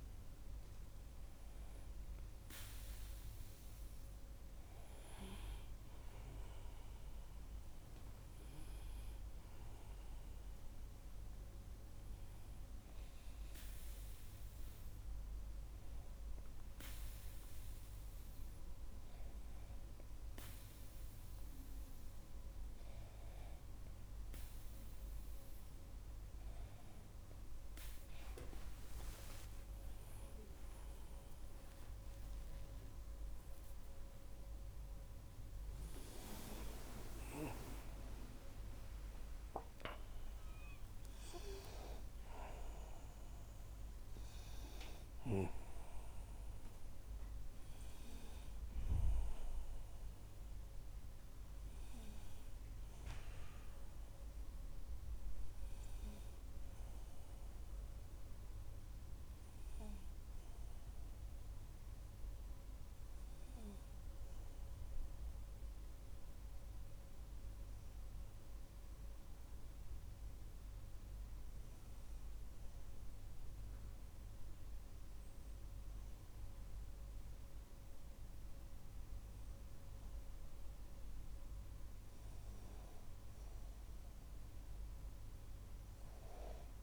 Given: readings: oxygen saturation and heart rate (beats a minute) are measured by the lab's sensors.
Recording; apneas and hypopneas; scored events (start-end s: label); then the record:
breathing in sleep by a room microphone; 2
14.00-27.50 s: obstructive apnea (oxygen 98% before, 96% lowest, heart rate 48 before, 38 extreme)
29.00-31.00 s: tachycardia (device-marked, heart rate 50 before, 85 extreme)
29.50-32.50 s: arousal
32.00-62.00 s: new sleep stage, N1 (lightest sleep)
62.00-86.83 s: new sleep stage, N2 (light sleep)
65.00-82.00 s: obstructive apnea (oxygen 98% before, 95% lowest, heart rate 57 before, 42 extreme, up 7 after)
83.50-86.83 s: arousal
From the record:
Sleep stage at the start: N2 (light sleep); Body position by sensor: on the back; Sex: male